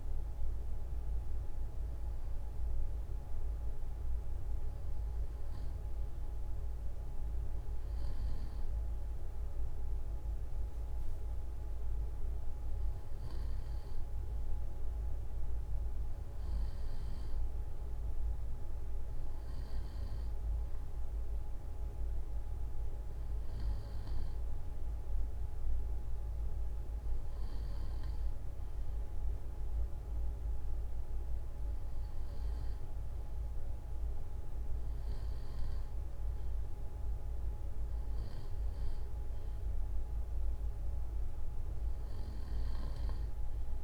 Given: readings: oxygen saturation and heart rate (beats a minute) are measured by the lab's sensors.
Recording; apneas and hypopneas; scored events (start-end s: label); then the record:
breathing in sleep, hard to hear, by a room microphone; none
none scored
From the record:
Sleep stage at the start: REM sleep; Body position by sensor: on the front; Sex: male